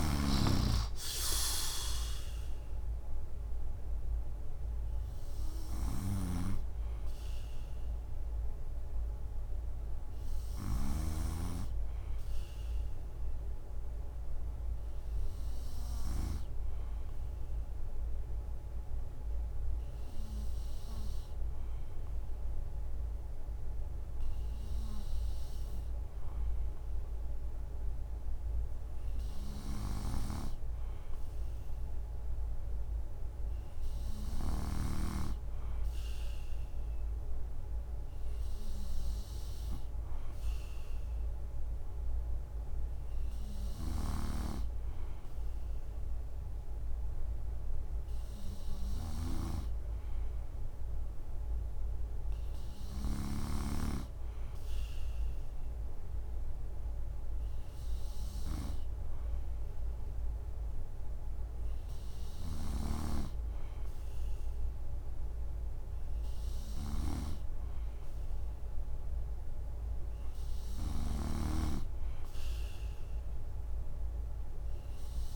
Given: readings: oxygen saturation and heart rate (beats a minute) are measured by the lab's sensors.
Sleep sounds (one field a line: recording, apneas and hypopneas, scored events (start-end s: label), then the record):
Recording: breathing in sleep by a room microphone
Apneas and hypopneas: none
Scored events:
2.00-16.00 s: drop in pulse transit time (device-marked, heart rate 66 before, 62 extreme)
6.00-10.50 s: snoring (device-marked)
43.50-75.36 s: snoring (device-marked)
From the record:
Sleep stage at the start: N3 (deep sleep)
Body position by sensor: on the right side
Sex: male